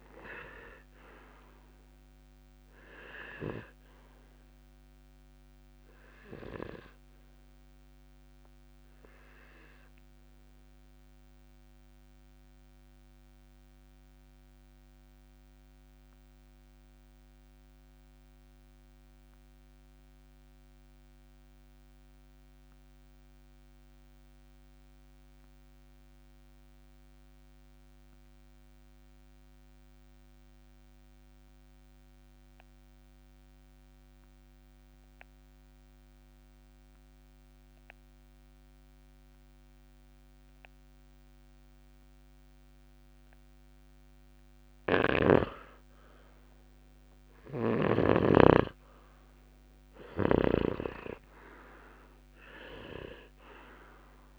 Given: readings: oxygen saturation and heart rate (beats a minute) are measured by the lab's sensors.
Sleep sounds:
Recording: breathing in sleep by a microphone on the trachea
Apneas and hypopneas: 1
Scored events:
0.00-22.50 s: oxygen desaturation (device-marked, oxygen 87% lowest, heart rate 57 extreme)
10.50-45.00 s: obstructive apnea (oxygen 97% before, 86% lowest, heart rate 84 before, 57 extreme, up 12 after)
46.50-52.00 s: arousal
50.00-54.39 s: snoring (device-marked)
From the record:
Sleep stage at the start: REM sleep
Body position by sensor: on the back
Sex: male

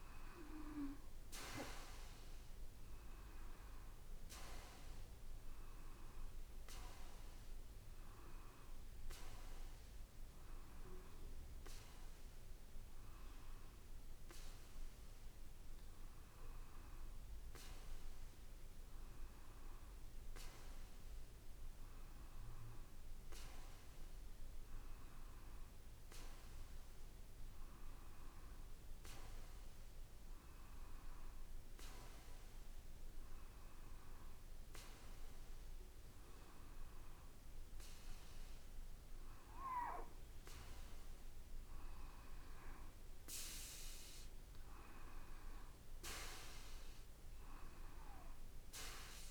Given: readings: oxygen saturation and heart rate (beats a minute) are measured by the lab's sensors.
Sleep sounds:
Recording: breathing in sleep by a room microphone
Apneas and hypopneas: 1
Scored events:
6.00-10.00 s: arousal
13.50-42.50 s: hypopnea (oxygen 94% before, 91% lowest, heart rate 57 before, 55 extreme, up 2 after)
From the record:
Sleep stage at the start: N2 (light sleep)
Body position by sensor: on the back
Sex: male

